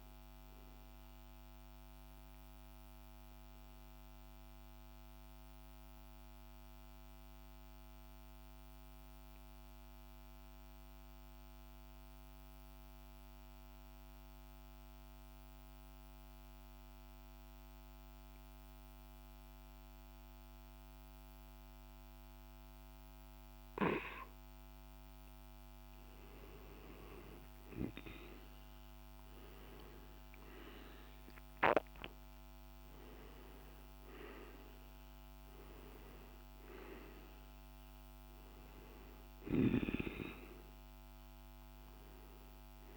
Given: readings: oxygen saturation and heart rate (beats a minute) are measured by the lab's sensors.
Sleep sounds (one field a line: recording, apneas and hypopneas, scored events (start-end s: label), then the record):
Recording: breathing in sleep by a microphone on the trachea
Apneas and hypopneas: 1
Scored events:
0.00-4.50 s: oxygen desaturation (device-marked, oxygen 92% lowest, heart rate 49 extreme)
6.50-23.50 s: mixed apnea (oxygen 98% before, 89% lowest, heart rate 59 before, 49 extreme, up 4 after)
23.50-42.97 s: oxygen desaturation (device-marked, oxygen 98% before, 89% lowest, heart rate 50 before, 51 extreme)
26.50-30.50 s: arousal
From the record:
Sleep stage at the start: N2 (light sleep)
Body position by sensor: on the back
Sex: male